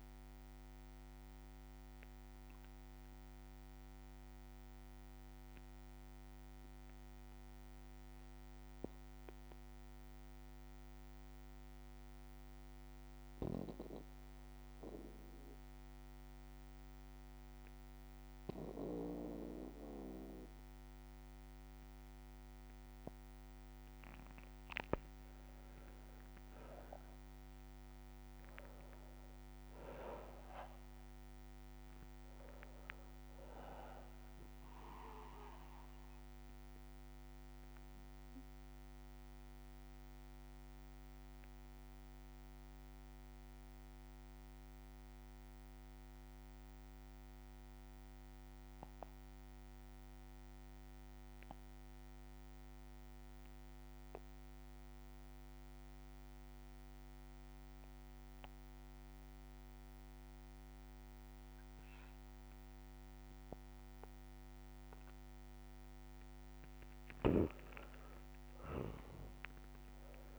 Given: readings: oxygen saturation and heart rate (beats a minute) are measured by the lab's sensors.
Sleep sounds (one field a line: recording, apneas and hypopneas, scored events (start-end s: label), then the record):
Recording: breathing in sleep by a microphone on the trachea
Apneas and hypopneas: 2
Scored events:
1.50-20.50 s: obstructive apnea (oxygen 98% before, 92% lowest, heart rate 60 before, 57 extreme, up 5 after)
4.50-20.50 s: bradycardia (device-marked, heart rate 64 before, 57 extreme)
25.00-29.00 s: arousal
26.50-49.50 s: oxygen desaturation (device-marked, oxygen 98% before, 93% lowest, heart rate 58 before, 57 extreme)
35.50-65.50 s: obstructive apnea (oxygen 98% before, 91% lowest, heart rate 60 before, 57 extreme, up 4 after)
36.50-63.50 s: bradycardia (device-marked, heart rate 64 before, 57 extreme)
62.50-70.39 s: oxygen desaturation (device-marked, oxygen 98% before, 91% lowest, heart rate 58 before, 58 extreme)
67.50-70.39 s: arousal
From the record:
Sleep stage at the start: N2 (light sleep)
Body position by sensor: on the back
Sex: male